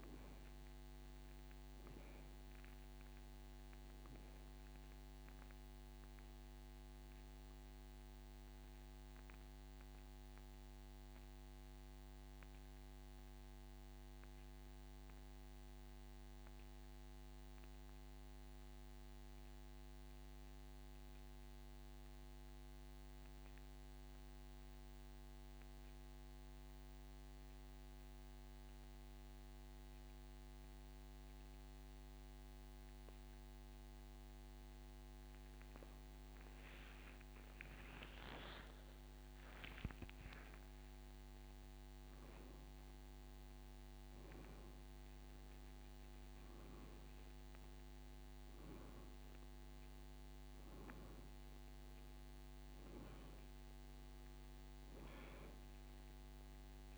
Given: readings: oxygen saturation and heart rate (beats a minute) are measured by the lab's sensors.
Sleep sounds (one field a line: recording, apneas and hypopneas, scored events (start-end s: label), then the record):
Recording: breathing in sleep, hard to hear, by a microphone on the trachea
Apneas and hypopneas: 1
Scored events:
6.50-36.50 s: central apnea (oxygen 96% before, 88% lowest)
8.50-36.50 s: oxygen desaturation (device-marked, oxygen 95% before, 88% lowest)
37.50-41.00 s: arousal
From the record:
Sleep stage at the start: N2 (light sleep)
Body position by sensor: on the back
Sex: male